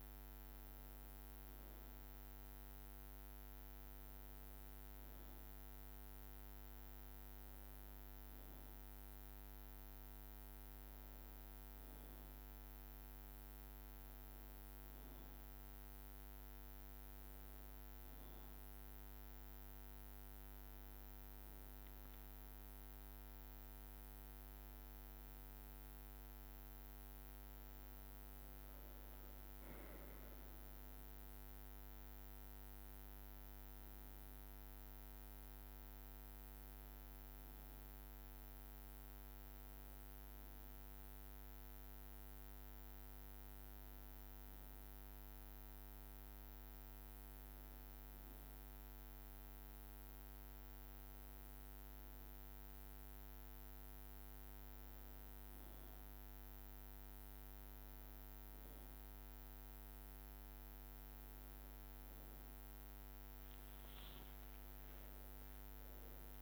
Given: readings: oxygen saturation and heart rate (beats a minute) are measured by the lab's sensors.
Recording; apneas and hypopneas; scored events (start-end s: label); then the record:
a person awake in a sleep study, hard to hear, by a microphone on the trachea; none
12.00-14.00 s: long interval between heartbeats (device-marked, heart rate 58 before, 78 extreme)
31.00-33.00 s: long interval between heartbeats (device-marked, heart rate 63 before, 66 extreme)
63.50-66.42 s: tachycardia (device-marked, heart rate 64 before, 157 extreme)
64.50-66.42 s: long interval between heartbeats (device-marked, heart rate 57 before, 85 extreme)
From the record:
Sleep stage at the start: awake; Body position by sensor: on the back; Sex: female